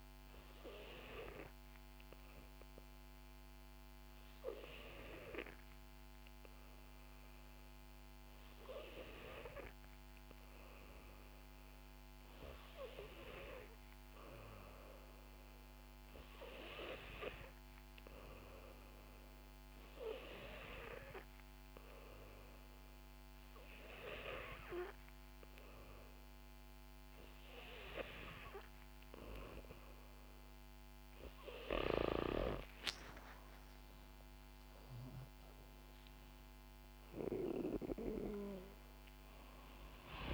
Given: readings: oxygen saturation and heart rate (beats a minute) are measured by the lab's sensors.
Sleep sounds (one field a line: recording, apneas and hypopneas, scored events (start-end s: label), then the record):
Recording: breathing in sleep by a microphone on the trachea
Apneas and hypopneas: 1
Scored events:
2.00-12.50 s: hypopnea (oxygen 93% before, 90% lowest, heart rate 66 before, 63 extreme, up 2 after)
32.50-36.00 s: arousal
From the record:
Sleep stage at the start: N2 (light sleep)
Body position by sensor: on the back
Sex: female